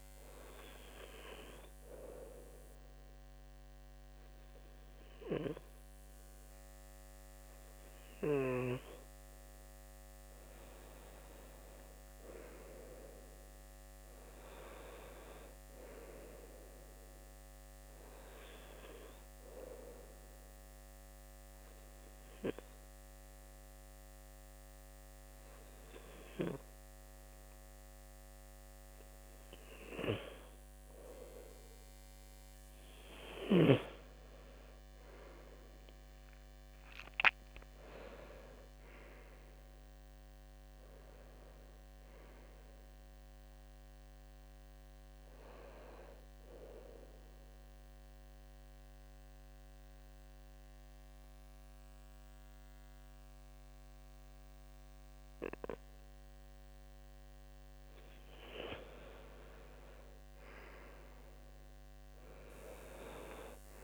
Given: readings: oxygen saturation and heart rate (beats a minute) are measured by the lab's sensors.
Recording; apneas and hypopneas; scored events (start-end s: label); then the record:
breathing in sleep by a microphone on the trachea; 2
19.00-29.50 s: obstructive apnea (oxygen 95% before, 90% lowest, heart rate 74 before, 72 extreme, up 25 after)
36.50-40.50 s: arousal
47.00-57.50 s: obstructive apnea (oxygen 95% before, 90% lowest, heart rate 87 before, 68 extreme, up 4 after)
59.50-63.00 s: arousal
From the record:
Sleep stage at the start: N2 (light sleep); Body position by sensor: on the left side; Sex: male